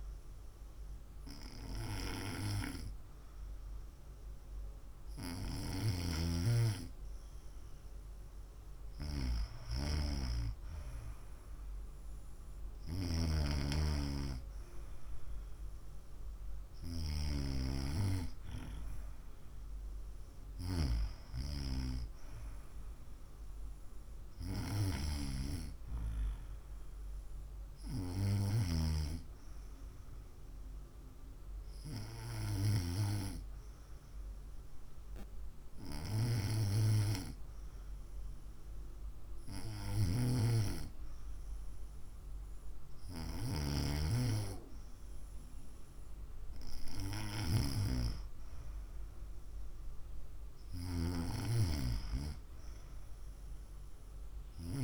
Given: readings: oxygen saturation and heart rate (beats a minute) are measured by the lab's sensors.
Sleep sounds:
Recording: breathing in sleep by a room microphone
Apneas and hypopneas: none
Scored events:
none scored
From the record:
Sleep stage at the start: N2 (light sleep)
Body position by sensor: on the right side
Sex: female

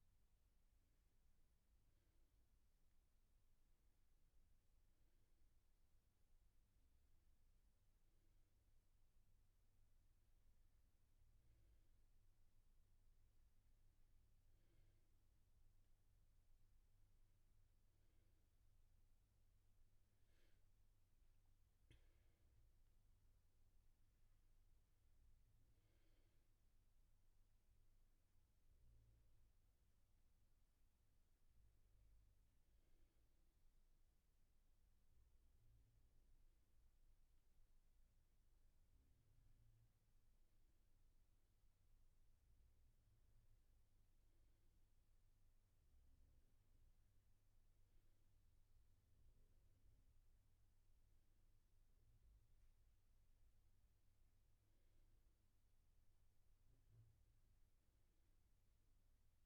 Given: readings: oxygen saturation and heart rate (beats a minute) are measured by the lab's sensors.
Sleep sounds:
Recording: breathing in sleep, hard to hear, by a room microphone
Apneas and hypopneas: none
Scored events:
0.00-2.00 s: oxygen desaturation (device-marked, oxygen 93% lowest, heart rate 71 extreme)
From the record:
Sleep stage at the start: N1 (lightest sleep)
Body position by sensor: on the back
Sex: male

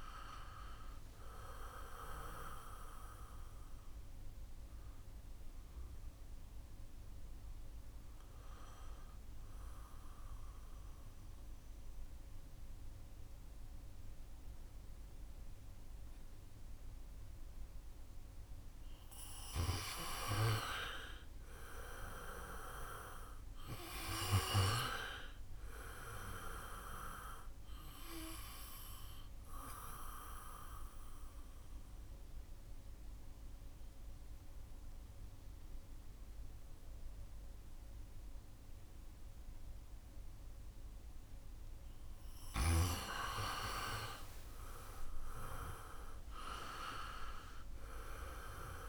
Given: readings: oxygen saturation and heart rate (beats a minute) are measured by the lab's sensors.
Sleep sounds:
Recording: breathing in sleep by a room microphone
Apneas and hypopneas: 2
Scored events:
0.00-15.00 s: oxygen desaturation (device-marked, oxygen 90% lowest, heart rate 68 extreme)
1.50-19.00 s: obstructive apnea (oxygen 97% before, 89% lowest, heart rate 73 before, 68 extreme, up 2 after)
20.00-24.00 s: arousal
29.00-40.00 s: oxygen desaturation (device-marked, oxygen 96% before, 89% lowest, heart rate 75 before, 65 extreme)
29.00-42.00 s: central apnea (oxygen 97% before, 89% lowest, heart rate 75 before, 65 extreme, up 8 after)
44.00-48.00 s: arousal
From the record:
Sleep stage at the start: N2 (light sleep)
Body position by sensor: on the back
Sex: male

